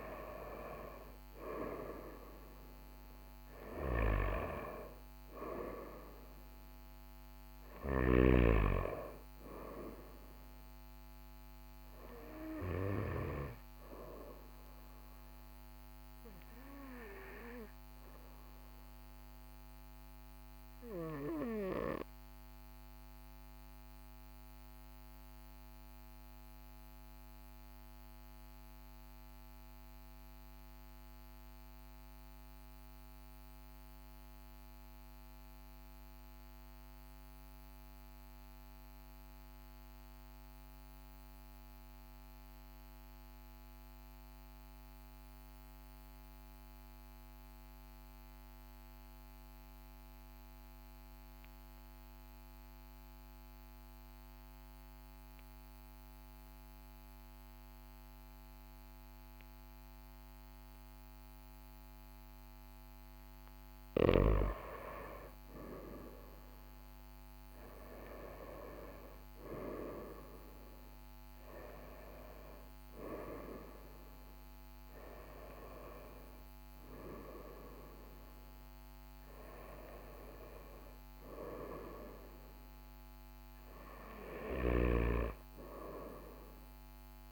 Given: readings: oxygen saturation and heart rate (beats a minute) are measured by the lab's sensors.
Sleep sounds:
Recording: breathing in sleep by a microphone on the trachea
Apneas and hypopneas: 1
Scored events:
15.50-31.50 s: oxygen desaturation (device-marked, oxygen 95% before, 91% lowest, heart rate 42 before, 39 extreme)
21.00-64.00 s: obstructive apnea (oxygen 97% before, 91% lowest, heart rate 41 before, 39 extreme, up 2 after)
58.50-77.50 s: oxygen desaturation (device-marked, oxygen 99% before, 95% lowest, heart rate 40 before, 39 extreme)
66.00-70.50 s: arousal
84.00-87.32 s: snoring (device-marked)
From the record:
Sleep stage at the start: N2 (light sleep)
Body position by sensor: on the back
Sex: male

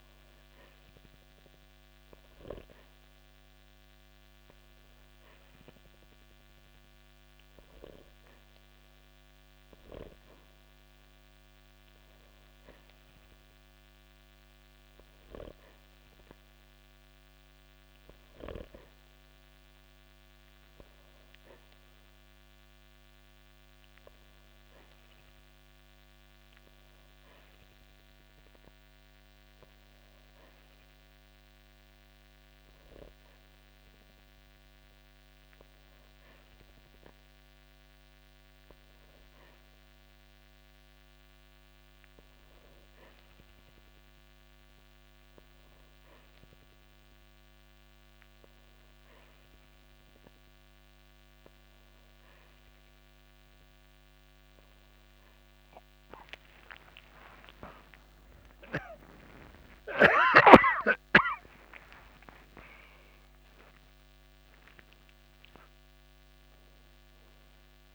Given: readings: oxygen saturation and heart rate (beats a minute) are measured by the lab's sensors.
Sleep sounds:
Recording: breathing in sleep by a microphone on the trachea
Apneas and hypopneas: none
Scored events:
59.50-67.95 s: new sleep stage, awake
From the record:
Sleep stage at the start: N2 (light sleep)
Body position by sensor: on the back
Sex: male

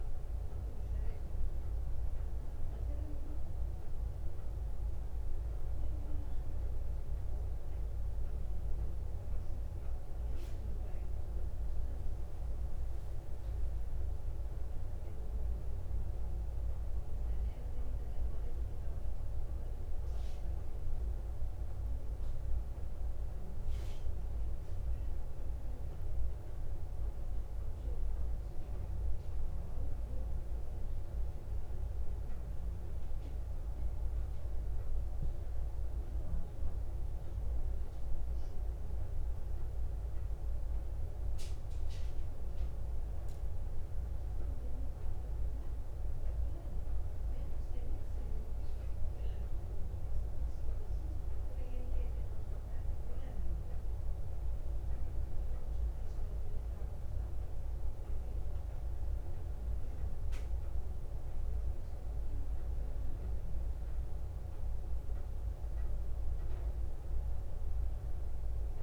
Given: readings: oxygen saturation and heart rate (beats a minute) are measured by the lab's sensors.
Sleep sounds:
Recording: breathing in sleep, hard to hear, by a room microphone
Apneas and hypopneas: none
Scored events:
none scored
From the record:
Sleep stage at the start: N2 (light sleep)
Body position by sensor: on the back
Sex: female

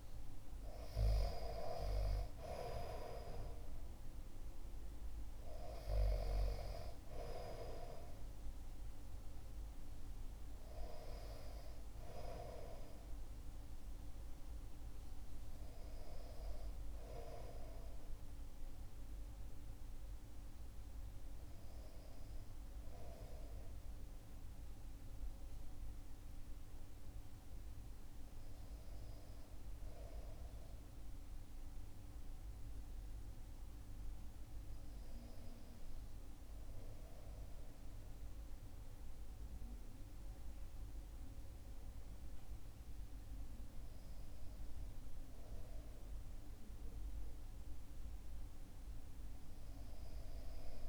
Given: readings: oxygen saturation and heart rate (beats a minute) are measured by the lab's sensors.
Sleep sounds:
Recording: breathing in sleep by a room microphone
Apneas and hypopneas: none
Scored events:
12.00-24.00 s: oxygen desaturation (device-marked, oxygen 96% before, 93% lowest, heart rate 63 before, 54 extreme)
From the record:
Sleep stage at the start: N2 (light sleep)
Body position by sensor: on the back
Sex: male

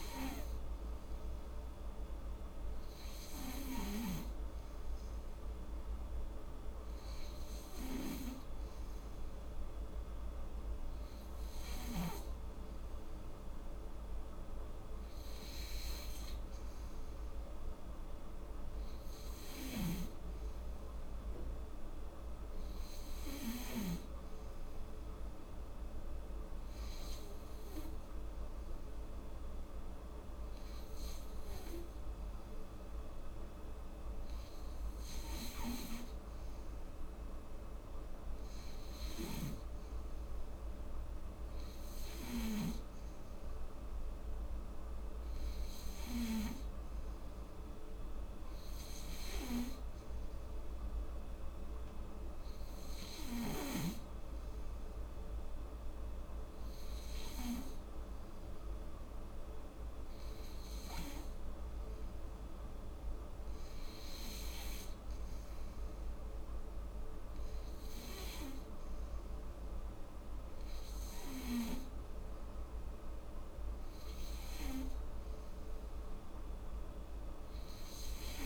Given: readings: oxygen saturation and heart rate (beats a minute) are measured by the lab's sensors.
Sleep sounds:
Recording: breathing in sleep by a room microphone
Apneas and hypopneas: none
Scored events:
none scored
From the record:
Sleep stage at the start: N3 (deep sleep)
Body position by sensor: on the back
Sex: female

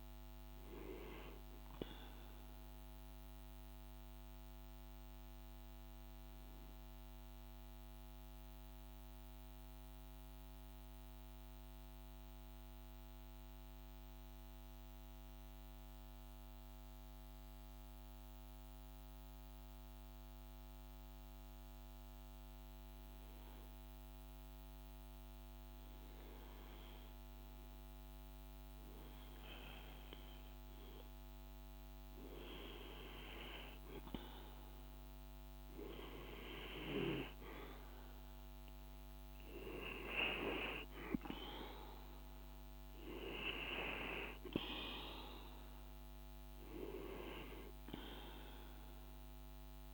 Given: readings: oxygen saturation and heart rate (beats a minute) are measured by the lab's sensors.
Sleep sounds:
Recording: breathing in sleep by a microphone on the trachea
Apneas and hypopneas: 1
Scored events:
0.00-12.00 s: oxygen desaturation (device-marked, oxygen 91% lowest, heart rate 50 extreme)
6.50-23.50 s: obstructive apnea (oxygen 97% before, 92% lowest, heart rate 54 before, 51 extreme, up 3 after)
26.00-49.94 s: oxygen desaturation (device-marked, oxygen 99% before, 92% lowest, heart rate 51 before, 52 extreme)
26.50-30.00 s: arousal
From the record:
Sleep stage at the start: N2 (light sleep)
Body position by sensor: on the right side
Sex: male

